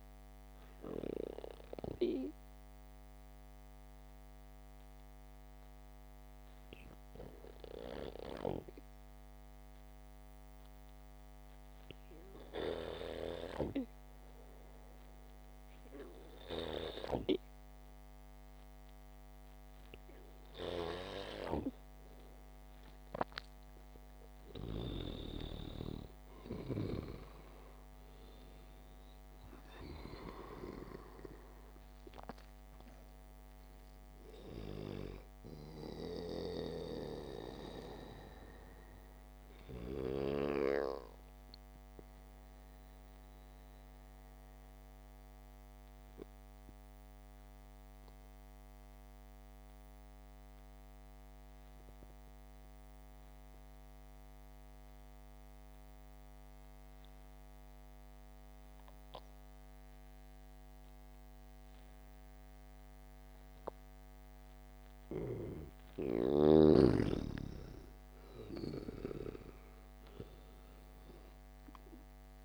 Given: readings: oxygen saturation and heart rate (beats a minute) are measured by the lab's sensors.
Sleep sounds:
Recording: breathing in sleep by a microphone on the trachea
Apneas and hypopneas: 2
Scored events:
0.00-9.00 s: oxygen desaturation (device-marked, oxygen 89% lowest, heart rate 66 extreme)
0.50-24.50 s: mixed apnea (oxygen 99% before, 89% lowest, heart rate 72 before, 66 extreme, up 8 after)
24.00-50.00 s: oxygen desaturation (device-marked, oxygen 97% before, 90% lowest, heart rate 70 before, 64 extreme)
26.00-30.50 s: arousal
42.50-66.50 s: mixed apnea (oxygen 97% before, 90% lowest, heart rate 74 before, 64 extreme, up 8 after)
68.00-72.44 s: oxygen desaturation (device-marked, oxygen 98% before, 92% lowest, heart rate 69 before, 63 extreme)
69.00-72.44 s: arousal
From the record:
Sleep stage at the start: N2 (light sleep)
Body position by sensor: on the back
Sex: male

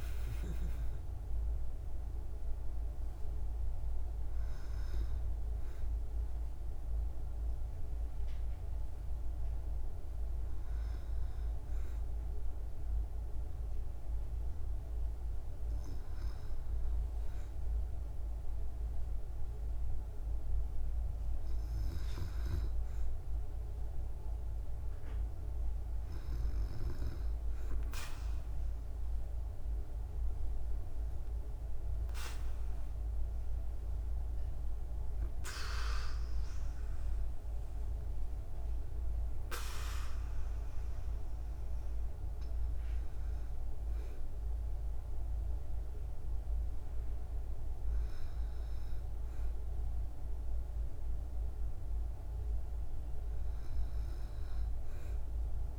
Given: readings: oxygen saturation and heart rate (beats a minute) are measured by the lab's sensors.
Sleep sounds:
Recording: breathing in sleep, hard to hear, by a room microphone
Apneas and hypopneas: none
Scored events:
35.00-38.50 s: arousal
From the record:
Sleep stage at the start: N2 (light sleep)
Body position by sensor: on the back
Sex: female

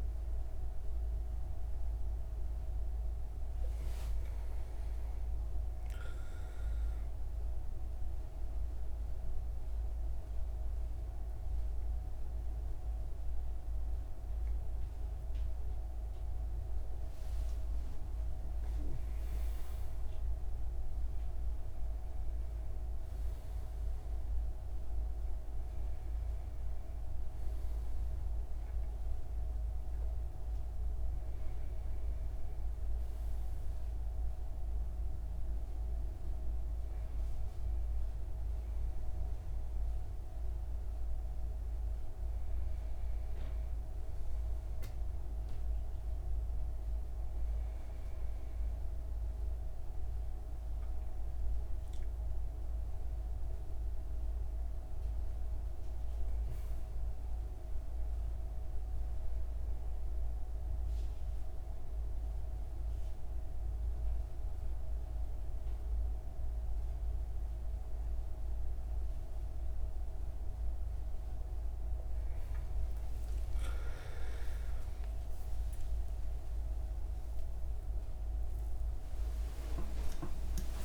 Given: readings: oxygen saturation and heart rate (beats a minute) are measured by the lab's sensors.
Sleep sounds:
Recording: a person awake in a sleep study, hard to hear, by a room microphone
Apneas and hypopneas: 1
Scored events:
60.50-71.00 s: central apnea (oxygen 96% before, 95% lowest)
From the record:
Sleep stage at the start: awake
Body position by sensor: on the right side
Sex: male

